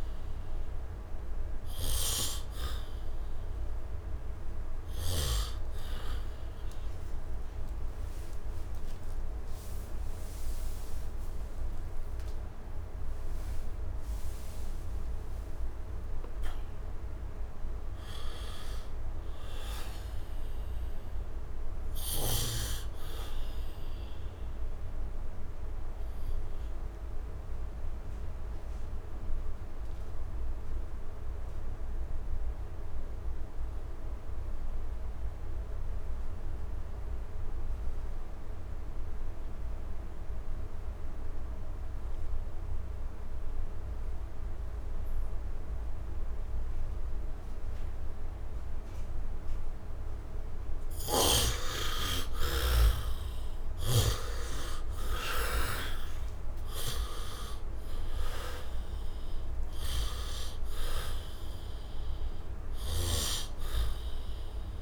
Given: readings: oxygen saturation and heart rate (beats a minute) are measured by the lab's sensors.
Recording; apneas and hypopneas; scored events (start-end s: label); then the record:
breathing in sleep by a room microphone; 1
0.00-10.50 s: oxygen desaturation (device-marked, oxygen 71% lowest, heart rate 73 extreme)
11.50-16.00 s: arousal
25.50-33.50 s: oxygen desaturation (device-marked, oxygen 100% before, 94% lowest, heart rate 95 before, 73 extreme)
26.00-50.50 s: obstructive apnea (oxygen 100% before, 76% lowest, heart rate 95 before, 73 extreme, up 6 after)
41.50-64.82 s: oxygen desaturation (device-marked, oxygen 97% before, 77% lowest, heart rate 76 before, 72 extreme)
51.50-58.00 s: arousal
64.50-64.82 s: new sleep stage, REM sleep
From the record:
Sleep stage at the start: N2 (light sleep); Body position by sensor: on the back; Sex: male